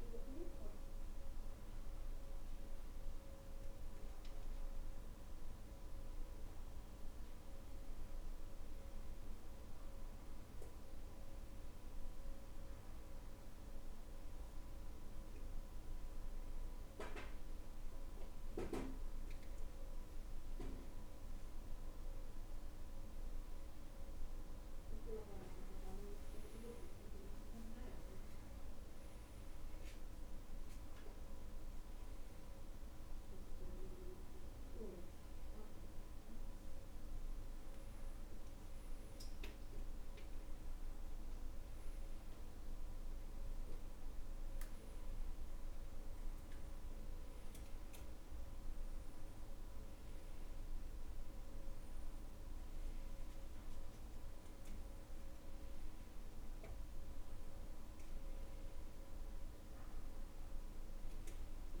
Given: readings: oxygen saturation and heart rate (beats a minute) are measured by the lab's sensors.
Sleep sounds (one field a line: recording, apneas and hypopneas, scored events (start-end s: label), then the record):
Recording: breathing in sleep by a room microphone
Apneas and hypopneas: none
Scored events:
none scored
From the record:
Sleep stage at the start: N2 (light sleep)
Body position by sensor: on the back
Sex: male